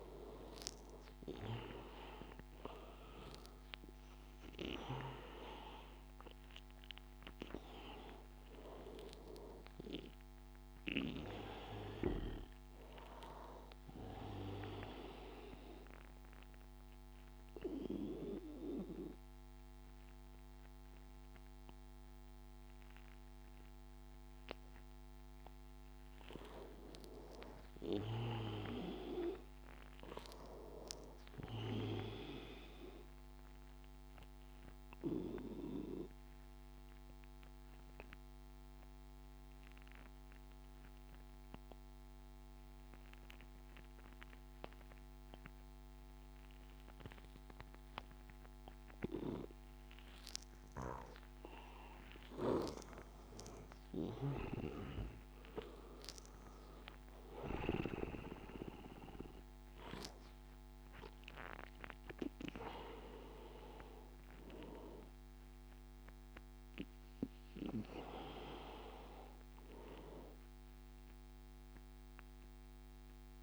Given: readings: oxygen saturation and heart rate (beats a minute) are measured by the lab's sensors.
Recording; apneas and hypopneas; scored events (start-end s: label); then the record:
breathing in sleep by a microphone on the trachea; 1
0.00-22.00 s: oxygen desaturation (device-marked, oxygen 97% before, 92% lowest, heart rate 88 before, 83 extreme)
0.50-6.00 s: arousal
26.50-30.50 s: arousal
33.50-51.50 s: obstructive apnea (oxygen 98% before, 89% lowest, heart rate 88 before, 86 extreme, up 5 after)
53.00-57.00 s: arousal
54.00-73.43 s: oxygen desaturation (device-marked, oxygen 97% before, 90% lowest, heart rate 88 before, 85 extreme)
From the record:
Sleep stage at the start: N2 (light sleep); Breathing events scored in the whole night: 284 in 4.1 hours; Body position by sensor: on the back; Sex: male